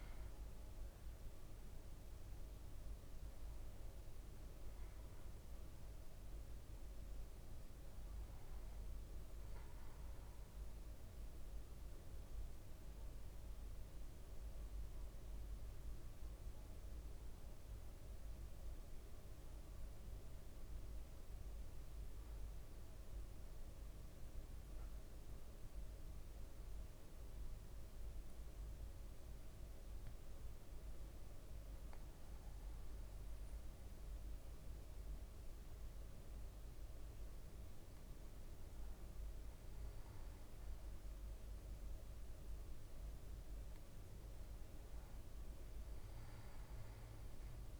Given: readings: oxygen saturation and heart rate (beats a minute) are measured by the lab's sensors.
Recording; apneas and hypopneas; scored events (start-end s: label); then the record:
breathing in sleep, hard to hear, by a room microphone; 1
0.00-22.00 s: oxygen desaturation (device-marked, oxygen 96% lowest, heart rate 55 extreme)
10.50-28.00 s: central apnea (oxygen 100% before, 95% lowest, heart rate 59 before, 55 extreme, up 3 after)
31.00-35.50 s: arousal
From the record:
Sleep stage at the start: N1 (lightest sleep); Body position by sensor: on the back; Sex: male